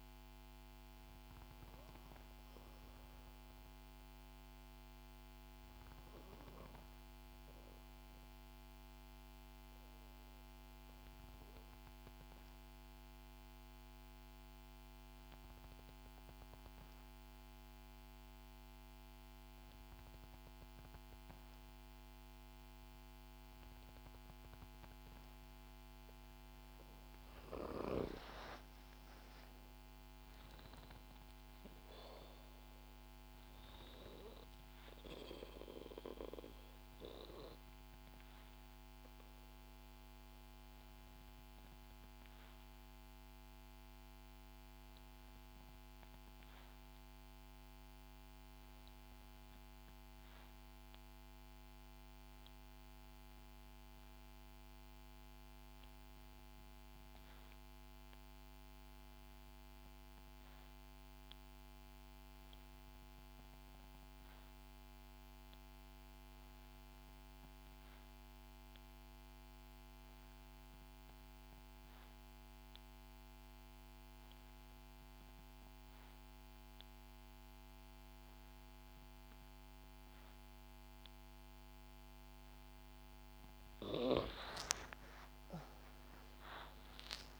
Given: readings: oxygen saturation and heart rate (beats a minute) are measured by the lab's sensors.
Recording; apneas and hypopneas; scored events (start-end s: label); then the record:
breathing in sleep by a microphone on the trachea; 2
0.00-10.00 s: oxygen desaturation (device-marked, oxygen 74% lowest, heart rate 65 extreme)
9.50-26.00 s: obstructive apnea (oxygen 84% before, 81% lowest, heart rate 81 before, 61 extreme, up 3 after)
28.50-32.50 s: arousal
31.00-49.00 s: oxygen desaturation (device-marked, oxygen 96% before, 91% lowest, heart rate 66 before, 61 extreme)
37.00-83.00 s: obstructive apnea (oxygen 97% before, 80% lowest, heart rate 67 before, 61 extreme, up 9 after)
40.00-87.39 s: new sleep stage, REM sleep
61.00-87.39 s: oxygen desaturation (device-marked, oxygen 96% before, 80% lowest, heart rate 63 before, 63 extreme)
83.50-87.39 s: snoring (device-marked)
84.50-87.39 s: arousal
From the record:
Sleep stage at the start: N2 (light sleep); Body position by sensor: on the back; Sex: female